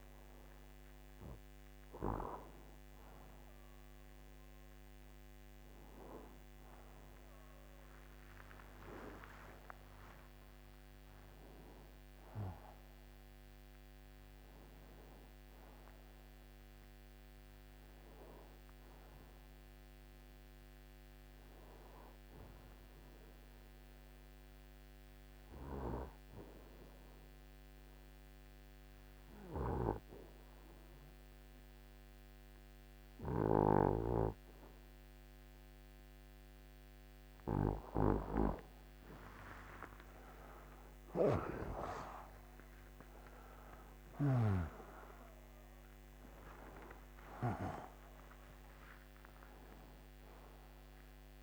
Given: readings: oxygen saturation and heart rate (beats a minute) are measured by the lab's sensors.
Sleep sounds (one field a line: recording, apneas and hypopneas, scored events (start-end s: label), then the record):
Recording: breathing in sleep by a microphone on the trachea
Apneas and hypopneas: 1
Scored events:
24.00-37.00 s: obstructive apnea (oxygen 92% before, 88% lowest, heart rate 53 before, 62 extreme, up 8 after)
41.00-46.00 s: arousal
43.00-51.43 s: oxygen desaturation (device-marked, oxygen 92% before, 88% lowest, heart rate 60 before, 27 extreme)
From the record:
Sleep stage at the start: N2 (light sleep)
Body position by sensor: on the back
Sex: male